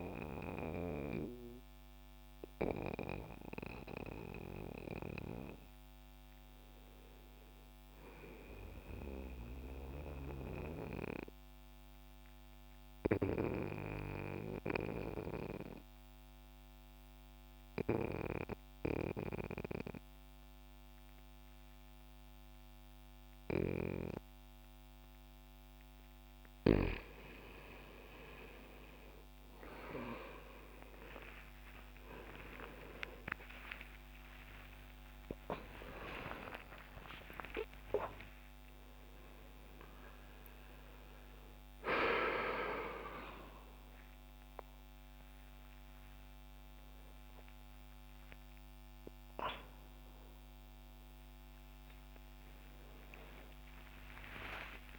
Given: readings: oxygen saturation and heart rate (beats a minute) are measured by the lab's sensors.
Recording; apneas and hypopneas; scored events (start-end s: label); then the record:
a person partly awake in a sleep study, by a microphone on the trachea; 1
0.00-10.00 s: oxygen desaturation (device-marked, oxygen 91% lowest, heart rate 62 extreme)
10.00-26.50 s: obstructive apnea (oxygen 96% before, 87% lowest, heart rate 65 before, 62 extreme)
19.00-29.00 s: oxygen desaturation (device-marked, oxygen 95% before, 91% lowest, heart rate 65 before, 63 extreme)
31.00-49.00 s: oxygen desaturation (device-marked, oxygen 95% before, 87% lowest, heart rate 64 before, 81 extreme)
35.00-54.99 s: new sleep stage, awake
From the record:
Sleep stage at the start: N2 (light sleep); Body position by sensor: on the back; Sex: male